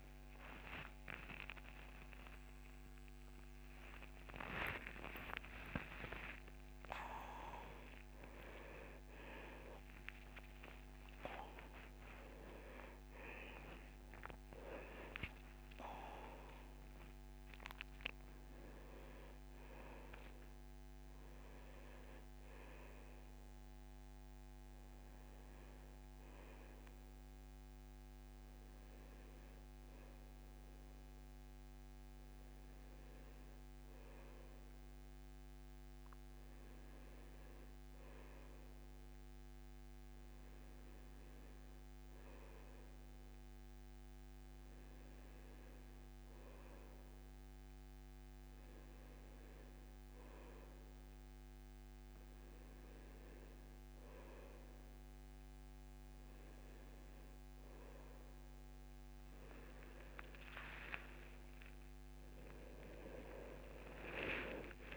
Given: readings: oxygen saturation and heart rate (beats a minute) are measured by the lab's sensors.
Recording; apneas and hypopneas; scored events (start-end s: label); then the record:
a person partly awake in a sleep study, by a microphone on the trachea; none
5.50-17.50 s: oxygen desaturation (device-marked, oxygen 97% before, 94% lowest, heart rate 97 before, 67 extreme)
13.50-64.97 s: new sleep stage, N1 (lightest sleep)
60.00-64.97 s: arousal
From the record:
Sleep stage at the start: awake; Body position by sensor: on the back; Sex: male